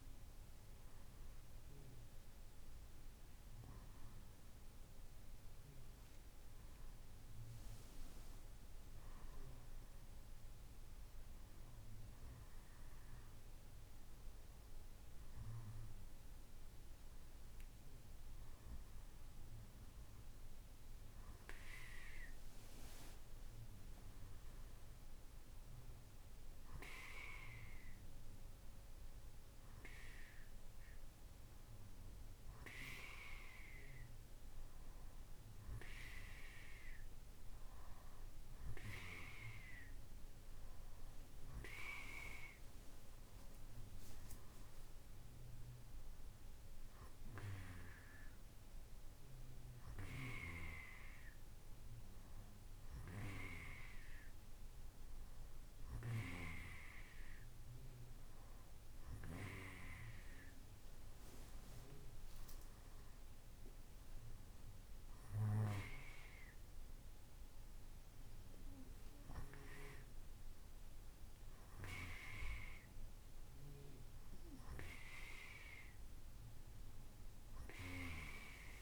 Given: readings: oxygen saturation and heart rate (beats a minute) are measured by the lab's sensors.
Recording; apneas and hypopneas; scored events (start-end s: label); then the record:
breathing in sleep by a room microphone; none
none scored
From the record:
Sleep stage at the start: N2 (light sleep); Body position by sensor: on the right side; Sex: male